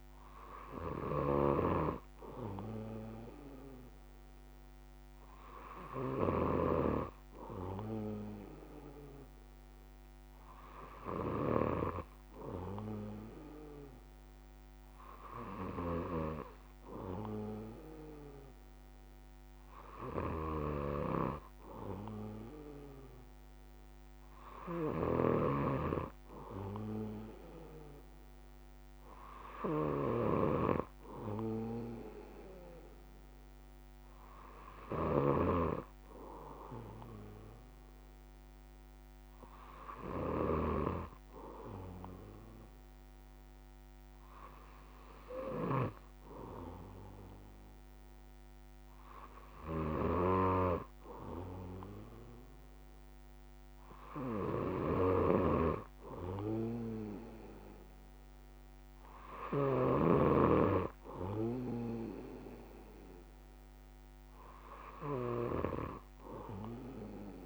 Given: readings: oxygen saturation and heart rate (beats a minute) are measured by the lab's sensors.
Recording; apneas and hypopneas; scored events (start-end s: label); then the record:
breathing in sleep by a microphone on the trachea; none
none scored
From the record:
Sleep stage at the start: N2 (light sleep); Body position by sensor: on the back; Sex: male